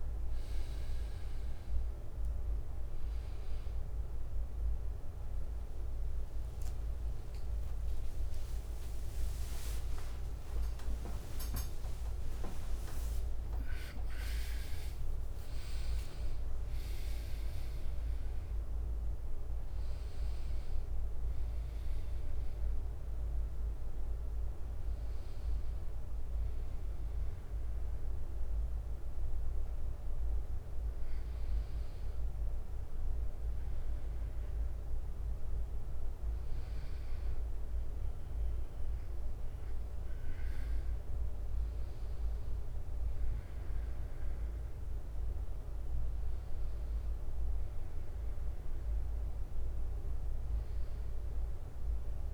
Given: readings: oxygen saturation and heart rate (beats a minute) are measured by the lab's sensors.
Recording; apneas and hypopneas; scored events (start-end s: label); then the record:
breathing in sleep, hard to hear, by a room microphone; none
0.00-4.50 s: drop in pulse transit time (device-marked, heart rate 72 extreme)
4.50-52.34 s: new sleep stage, N1 (lightest sleep)
5.00-9.50 s: arousal
6.00-16.50 s: leg movement (device-marked)
6.50-21.50 s: drop in pulse transit time (device-marked, heart rate 65 before, 68 extreme)
8.00-10.00 s: long interval between heartbeats (device-marked, heart rate 66 before, 78 extreme)
11.50-33.50 s: oxygen desaturation (device-marked, oxygen 94% before, 88% lowest, heart rate 72 before, 61 extreme)
From the record:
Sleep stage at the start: N2 (light sleep); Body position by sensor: on the right side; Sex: male